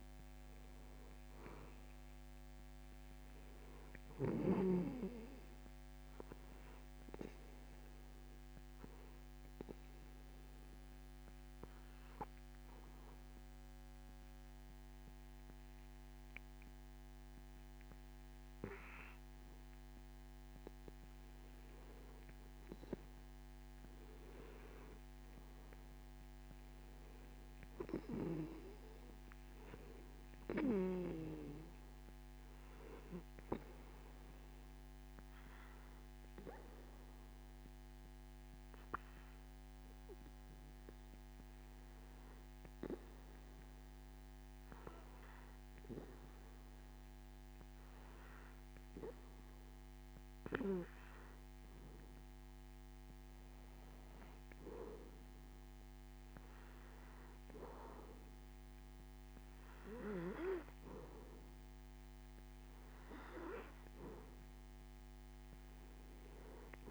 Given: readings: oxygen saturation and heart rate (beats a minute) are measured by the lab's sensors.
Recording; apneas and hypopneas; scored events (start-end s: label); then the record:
breathing in sleep by a microphone on the trachea; 2
0.00-19.50 s: oxygen desaturation (device-marked, oxygen 90% lowest)
8.00-20.00 s: obstructive apnea (oxygen 94% before, 90% lowest)
22.00-25.50 s: arousal
33.00-45.50 s: hypopnea (oxygen 96% before, 91% lowest)
49.00-53.00 s: arousal
60.50-61.50 s: oxygen desaturation (device-marked, oxygen 95% before, 94% lowest)
From the record:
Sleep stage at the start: N2 (light sleep); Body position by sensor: on the back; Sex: male